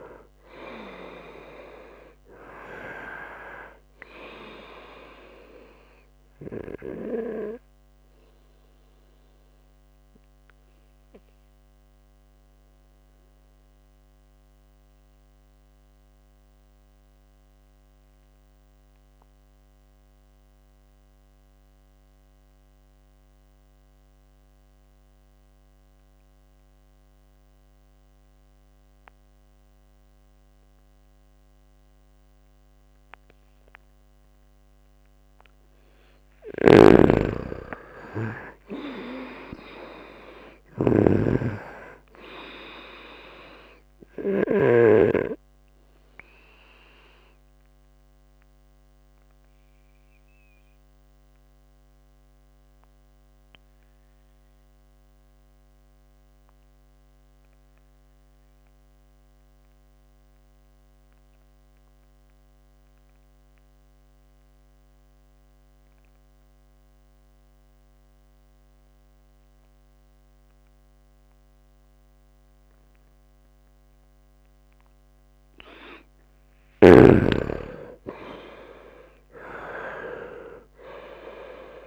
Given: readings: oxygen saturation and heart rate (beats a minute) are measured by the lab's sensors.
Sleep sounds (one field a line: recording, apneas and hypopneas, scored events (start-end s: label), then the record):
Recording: breathing in sleep by a microphone on the trachea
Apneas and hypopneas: 2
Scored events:
0.00-22.50 s: oxygen desaturation (device-marked, oxygen 83% lowest, heart rate 67 extreme)
12.00-35.00 s: obstructive apnea (oxygen 98% before, 83% lowest, heart rate 73 before, 67 extreme, up 9 after)
36.00-44.50 s: snoring (device-marked)
36.50-65.50 s: oxygen desaturation (device-marked, oxygen 98% before, 83% lowest, heart rate 72 before, 68 extreme)
37.00-40.50 s: arousal
48.00-75.00 s: obstructive apnea (oxygen 98% before, 83% lowest, heart rate 72 before, 68 extreme, up 11 after)
76.50-80.50 s: arousal
79.50-81.87 s: oxygen desaturation (device-marked, oxygen 98% before, 85% lowest, heart rate 71 before, 67 extreme)
From the record:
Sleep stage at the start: N2 (light sleep)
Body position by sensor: on the right side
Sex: male